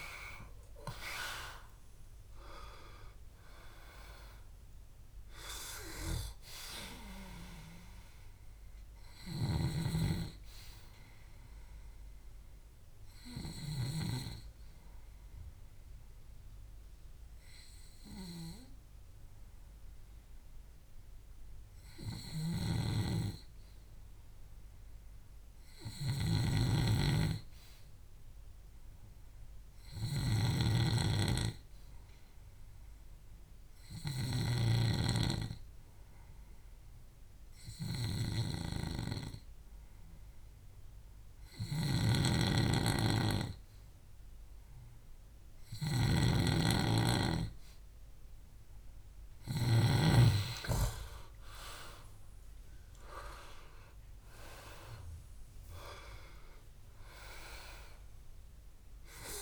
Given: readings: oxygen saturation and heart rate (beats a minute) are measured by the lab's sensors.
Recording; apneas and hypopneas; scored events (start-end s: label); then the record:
breathing in sleep by a room microphone; 1
0.00-2.50 s: arousal
0.00-11.00 s: oxygen desaturation (device-marked, oxygen 92% lowest, heart rate 60 extreme)
22.50-30.50 s: snoring (device-marked)
33.50-46.50 s: hypopnea (oxygen 94% before, 92% lowest, heart rate 64 before, 61 extreme, up 6 after)
41.50-50.00 s: snoring (device-marked)
47.00-59.42 s: oxygen desaturation (device-marked, oxygen 98% before, 92% lowest, heart rate 66 before, 61 extreme)
51.50-56.00 s: arousal
From the record:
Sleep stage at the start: N2 (light sleep); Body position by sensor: on the left side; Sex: male